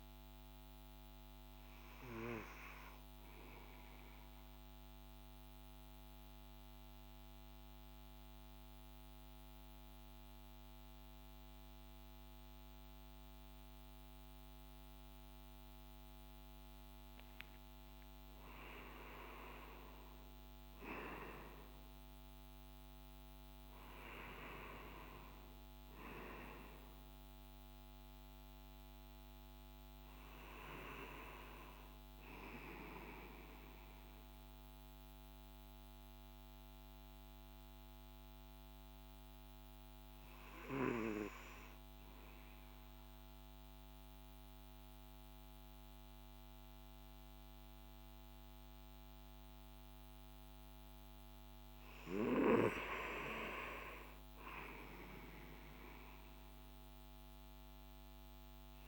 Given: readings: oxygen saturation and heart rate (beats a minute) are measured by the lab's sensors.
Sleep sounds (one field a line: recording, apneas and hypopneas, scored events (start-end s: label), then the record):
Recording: breathing in sleep by a microphone on the trachea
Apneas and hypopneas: 2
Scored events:
2.50-16.50 s: central apnea (oxygen 96% before, 93% lowest)
19.00-24.00 s: arousal
32.50-51.50 s: hypopnea (oxygen 96% before, 93% lowest)
44.00-58.88 s: new sleep stage, N2 (light sleep)
53.50-58.50 s: arousal
From the record:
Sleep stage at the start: N1 (lightest sleep)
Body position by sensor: on the back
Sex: male